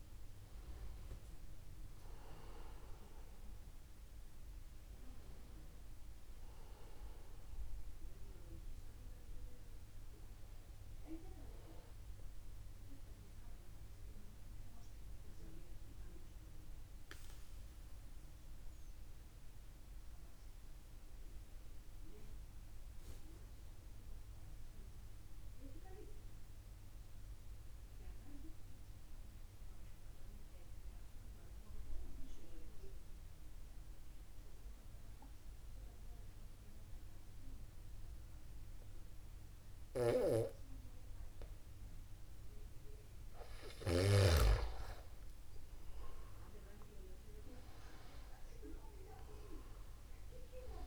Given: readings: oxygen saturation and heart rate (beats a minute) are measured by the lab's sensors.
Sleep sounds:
breathing in sleep by a room microphone; 1
12.50-44.00 s: mixed apnea (oxygen 96% before, 92% lowest, heart rate 51 before, 49 extreme, up 2 after)
19.00-35.00 s: oxygen desaturation (device-marked, oxygen 95% before, 92% lowest, heart rate 50 before, 49 extreme)
From the record:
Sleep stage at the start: N2 (light sleep); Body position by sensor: upright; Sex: male

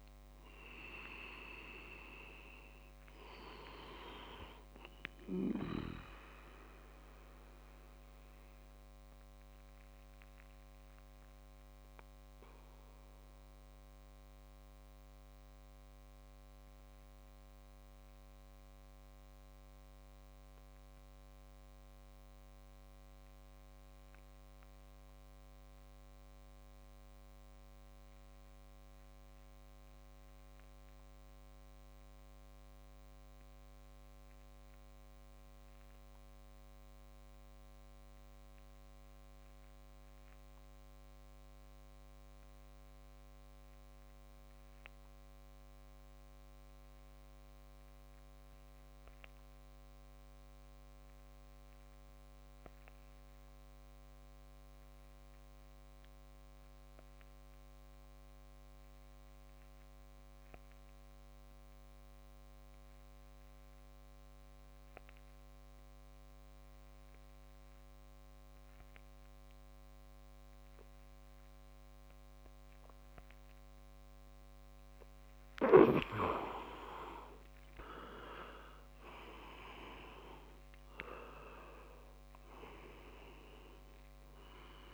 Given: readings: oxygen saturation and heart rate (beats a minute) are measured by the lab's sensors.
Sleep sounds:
breathing in sleep by a microphone on the trachea; 1
0.00-11.50 s: oxygen desaturation (device-marked, oxygen 94% lowest, heart rate 39 extreme)
7.50-74.50 s: obstructive apnea (oxygen 99% before, 85% lowest, heart rate 51 before, 50 extreme, up 25 after)
51.50-84.94 s: oxygen desaturation (device-marked, oxygen 100% before, 85% lowest, heart rate 56 before, 51 extreme)
76.50-81.50 s: arousal
From the record:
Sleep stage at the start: REM sleep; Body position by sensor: on the back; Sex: male

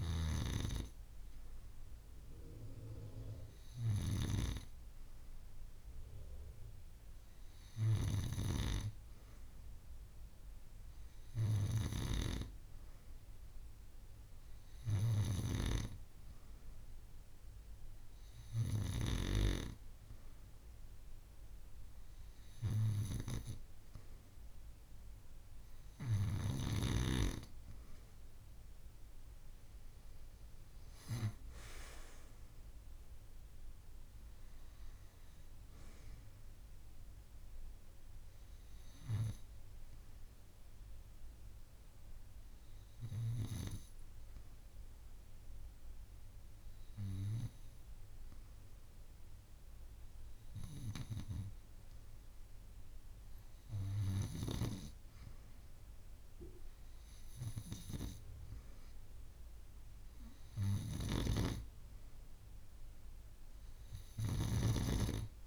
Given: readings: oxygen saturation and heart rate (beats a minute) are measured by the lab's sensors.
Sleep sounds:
breathing in sleep by a room microphone; 1
38.50-52.00 s: hypopnea (oxygen 96% before, 94% lowest)
54.00-57.50 s: arousal
From the record:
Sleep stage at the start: N2 (light sleep); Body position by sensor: on the back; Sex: female

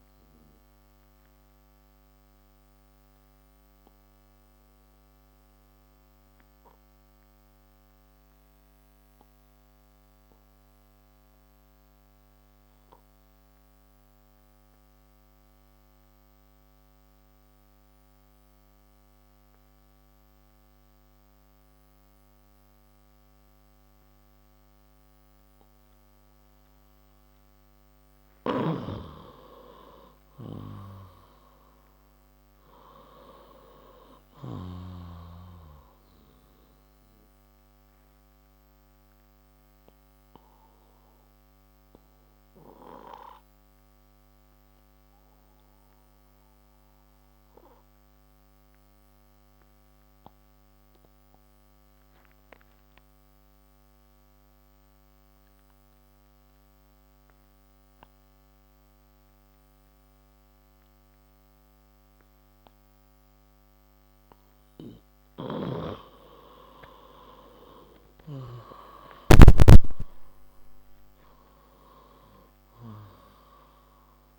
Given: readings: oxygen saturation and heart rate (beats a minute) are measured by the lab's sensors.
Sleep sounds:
breathing in sleep by a microphone on the trachea; 2
0.00-20.00 s: oxygen desaturation (device-marked, oxygen 91% lowest, heart rate 56 extreme)
1.00-27.00 s: obstructive apnea (oxygen 97% before, 91% lowest, heart rate 65 before, 56 extreme, up 7 after)
28.50-35.00 s: snoring (device-marked)
29.50-33.50 s: arousal
30.00-60.00 s: oxygen desaturation (device-marked, oxygen 98% before, 91% lowest, heart rate 61 before, 59 extreme)
38.50-64.50 s: obstructive apnea (oxygen 98% before, 91% lowest, heart rate 64 before, 56 extreme, up 30 after)
66.00-70.00 s: arousal
From the record:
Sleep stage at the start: N2 (light sleep); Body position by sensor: on the left side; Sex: male

